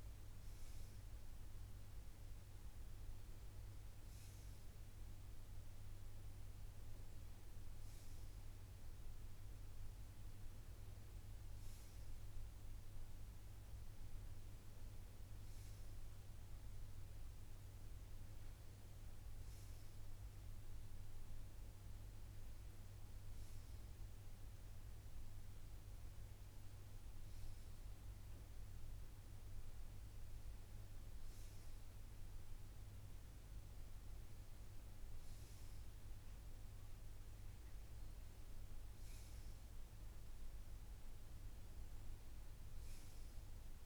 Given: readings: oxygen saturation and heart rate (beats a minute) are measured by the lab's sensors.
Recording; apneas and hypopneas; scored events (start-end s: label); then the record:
breathing in sleep, hard to hear, by a room microphone; none
none scored
From the record:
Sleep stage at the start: N2 (light sleep); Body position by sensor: on the right side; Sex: male